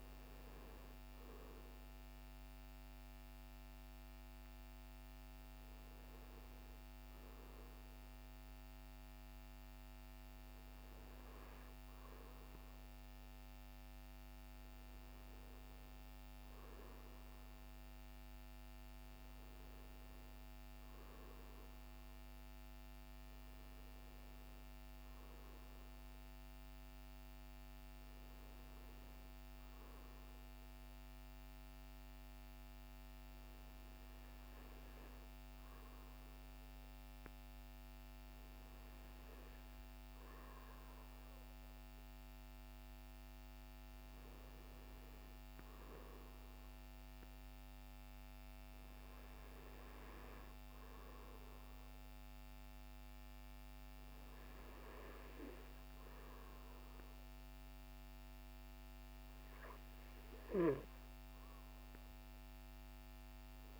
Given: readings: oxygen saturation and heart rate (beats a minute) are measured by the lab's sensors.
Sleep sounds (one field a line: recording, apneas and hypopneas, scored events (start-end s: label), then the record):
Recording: breathing in sleep, hard to hear, by a microphone on the trachea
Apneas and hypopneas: none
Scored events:
none scored
From the record:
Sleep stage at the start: N2 (light sleep)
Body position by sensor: on the right side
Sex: male